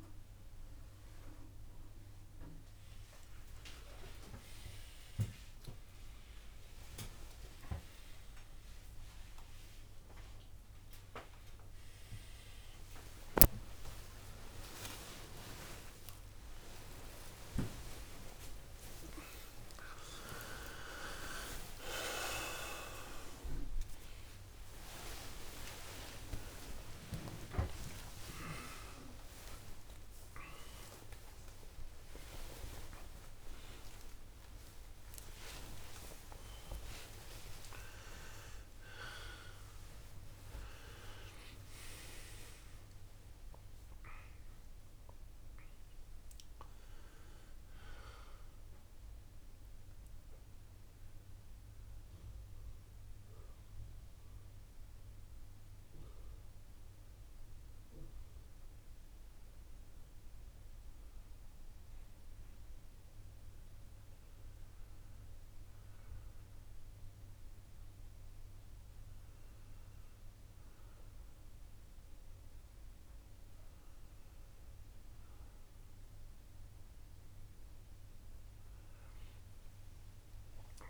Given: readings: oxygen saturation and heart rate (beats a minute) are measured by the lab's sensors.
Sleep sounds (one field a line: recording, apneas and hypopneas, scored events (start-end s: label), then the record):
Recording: a person awake in a sleep study, by a room microphone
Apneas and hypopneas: none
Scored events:
45.50-55.50 s: oxygen desaturation (device-marked, oxygen 98% before, 93% lowest, heart rate 102 before, 52 extreme)
71.50-80.90 s: oxygen desaturation (device-marked, oxygen 98% before, 93% lowest, heart rate 56 before, 51 extreme)
From the record:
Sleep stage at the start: awake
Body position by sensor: on the back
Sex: male